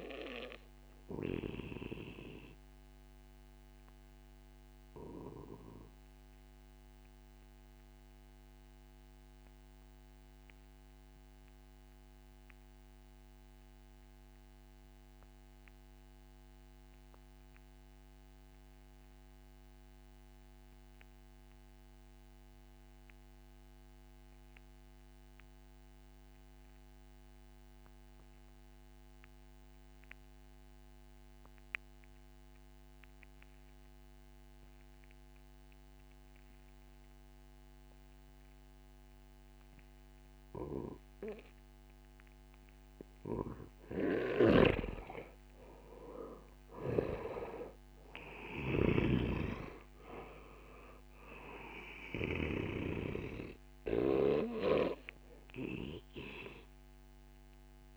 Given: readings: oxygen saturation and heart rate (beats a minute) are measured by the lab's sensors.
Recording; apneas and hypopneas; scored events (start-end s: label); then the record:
breathing in sleep by a microphone on the trachea; 1
0.00-15.00 s: oxygen desaturation (device-marked, oxygen 90% lowest)
2.50-40.50 s: obstructive apnea (oxygen 97% before, 87% lowest, heart rate 42 before, 32 extreme, up 10 after)
32.00-57.97 s: oxygen desaturation (device-marked, oxygen 97% before, 87% lowest, heart rate 62 before, 32 extreme)
42.50-46.50 s: arousal
44.00-52.50 s: snoring (device-marked)
From the record:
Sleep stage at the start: N2 (light sleep); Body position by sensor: on the back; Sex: male